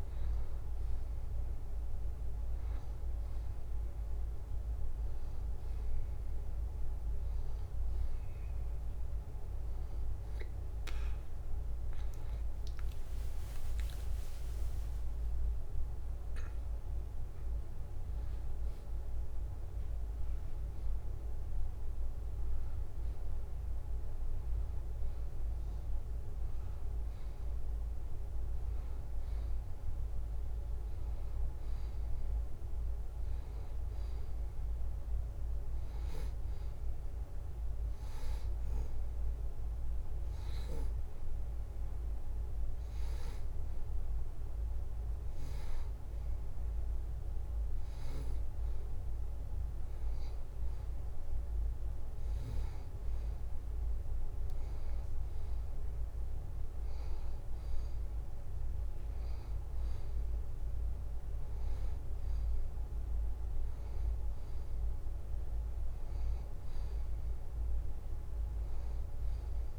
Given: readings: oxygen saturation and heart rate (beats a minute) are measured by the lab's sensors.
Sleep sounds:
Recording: breathing in sleep, hard to hear, by a room microphone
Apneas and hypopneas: none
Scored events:
12.50-16.50 s: arousal
From the record:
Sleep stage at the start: N2 (light sleep)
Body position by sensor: on the back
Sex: male

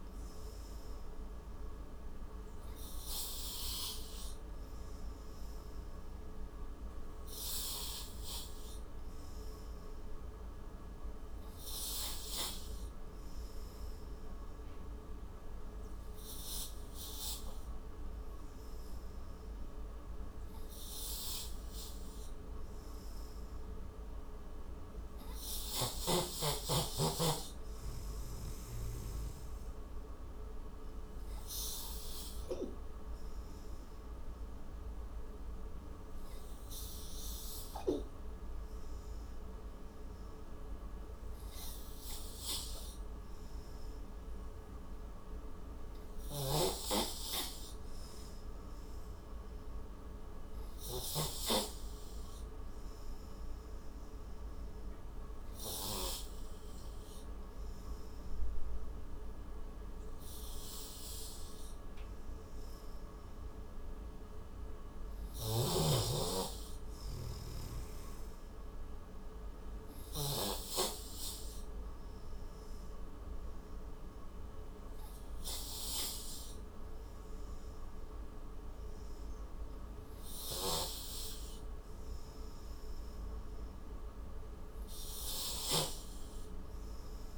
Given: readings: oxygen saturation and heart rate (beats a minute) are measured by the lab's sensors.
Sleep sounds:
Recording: breathing in sleep by a room microphone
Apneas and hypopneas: none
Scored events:
46.00-51.50 s: snoring (device-marked)
From the record:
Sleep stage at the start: N3 (deep sleep)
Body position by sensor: on the right side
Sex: male

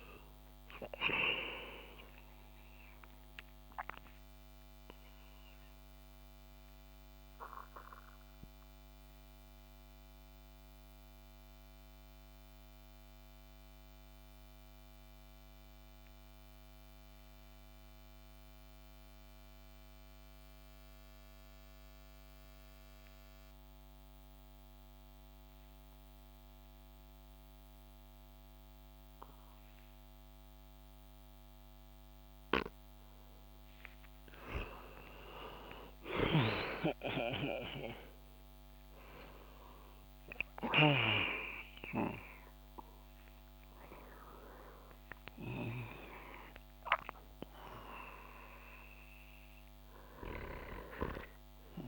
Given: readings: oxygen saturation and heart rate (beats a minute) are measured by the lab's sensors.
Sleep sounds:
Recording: breathing in sleep by a microphone on the trachea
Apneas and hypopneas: 1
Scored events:
0.00-18.50 s: oxygen desaturation (device-marked, oxygen 92% lowest)
5.00-33.00 s: obstructive apnea (oxygen 97% before, 91% lowest)
33.50-48.50 s: oxygen desaturation (device-marked, oxygen 96% before, 91% lowest)
34.00-39.50 s: arousal
36.00-41.00 s: snoring (device-marked)
From the record:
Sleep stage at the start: N2 (light sleep)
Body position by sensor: on the back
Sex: male

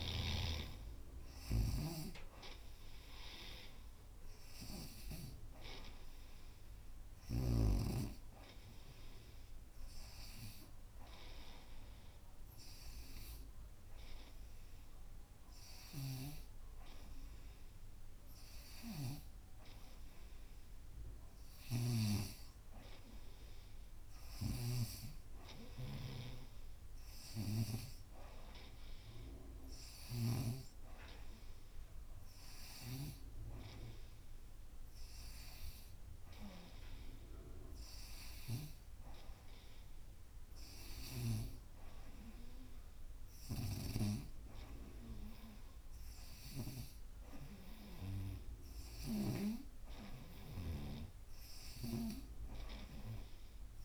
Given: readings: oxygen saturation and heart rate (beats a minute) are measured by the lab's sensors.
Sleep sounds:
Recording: breathing in sleep by a room microphone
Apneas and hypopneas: none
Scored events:
0.00-7.50 s: snoring (device-marked)
0.00-15.00 s: oxygen desaturation (device-marked, oxygen 90% lowest, heart rate 90 extreme)
21.50-30.50 s: snoring (device-marked)
From the record:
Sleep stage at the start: N2 (light sleep)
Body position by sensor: on the right side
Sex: female

